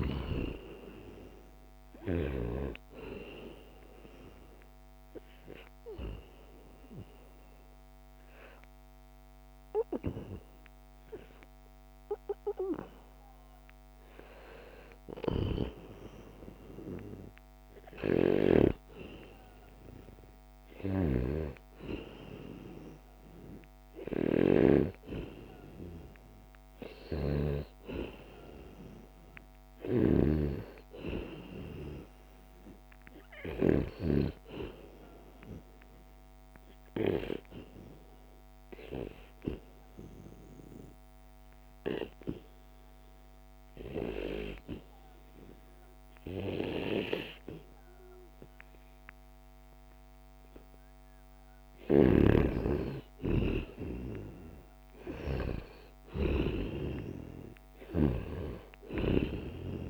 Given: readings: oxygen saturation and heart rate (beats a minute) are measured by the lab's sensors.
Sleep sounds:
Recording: breathing in sleep by a microphone on the trachea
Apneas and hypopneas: 2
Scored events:
3.00-14.00 s: obstructive apnea (oxygen 96% before, 91% lowest, heart rate 78 before, 79 extreme, up 0 after)
17.00-21.50 s: arousal
24.00-30.00 s: snoring (device-marked)
37.50-51.50 s: obstructive apnea (oxygen 94% before, 88% lowest, heart rate 80 before, 75 extreme, up 4 after)
52.50-58.00 s: arousal
From the record:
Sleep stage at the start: N2 (light sleep)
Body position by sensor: on the right side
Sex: male

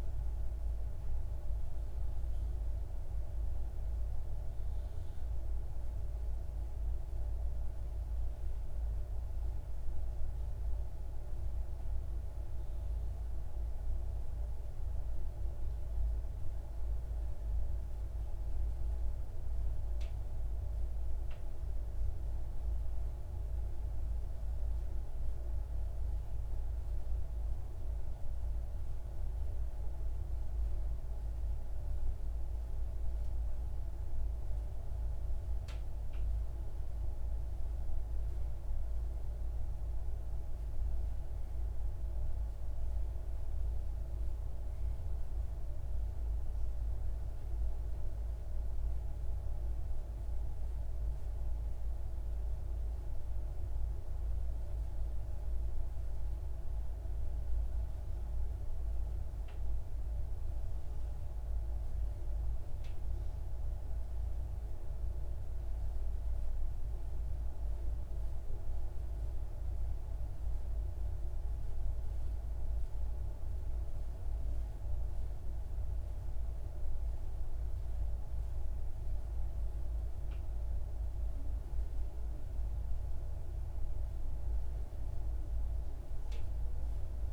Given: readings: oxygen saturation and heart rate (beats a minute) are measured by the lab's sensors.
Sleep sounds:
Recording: breathing in sleep, hard to hear, by a room microphone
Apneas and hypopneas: none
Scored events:
none scored
From the record:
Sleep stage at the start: N2 (light sleep)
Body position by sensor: on the left side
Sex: male

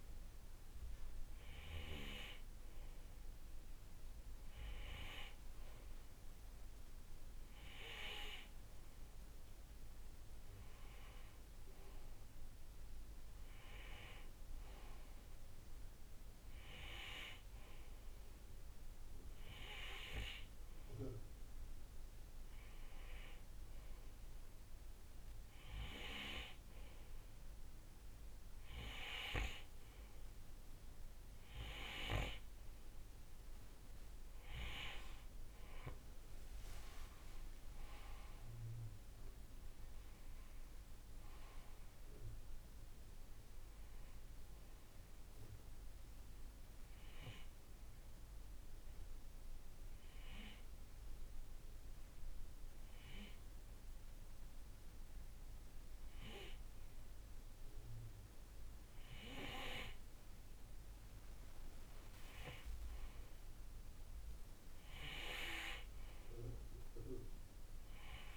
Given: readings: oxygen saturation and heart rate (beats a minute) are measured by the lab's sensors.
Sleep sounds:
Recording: breathing in sleep by a room microphone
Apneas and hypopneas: 1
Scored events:
38.00-43.00 s: arousal
48.00-59.00 s: hypopnea (oxygen 94% before, 90% lowest, heart rate 67 before, 59 extreme, up 9 after)
62.50-67.50 s: arousal
64.00-68.37 s: oxygen desaturation (device-marked, oxygen 96% before, 92% lowest, heart rate 60 before, 61 extreme)
From the record:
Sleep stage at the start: N2 (light sleep)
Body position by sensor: on the right side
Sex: male

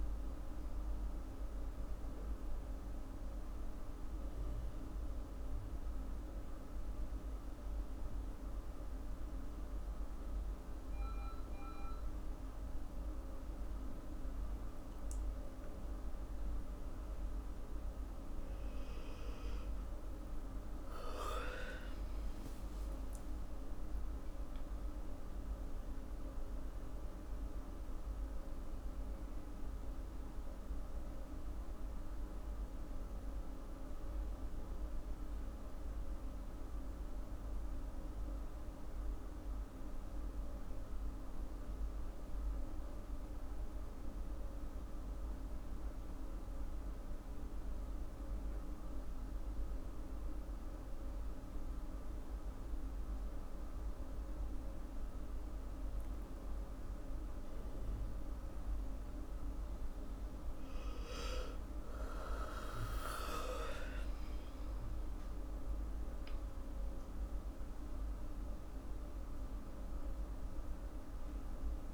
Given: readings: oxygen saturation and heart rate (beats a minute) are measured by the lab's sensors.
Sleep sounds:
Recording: breathing in sleep, hard to hear, by a room microphone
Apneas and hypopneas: none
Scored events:
17.00-22.00 s: arousal
57.00-62.00 s: arousal
From the record:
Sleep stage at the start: N1 (lightest sleep)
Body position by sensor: on the back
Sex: female

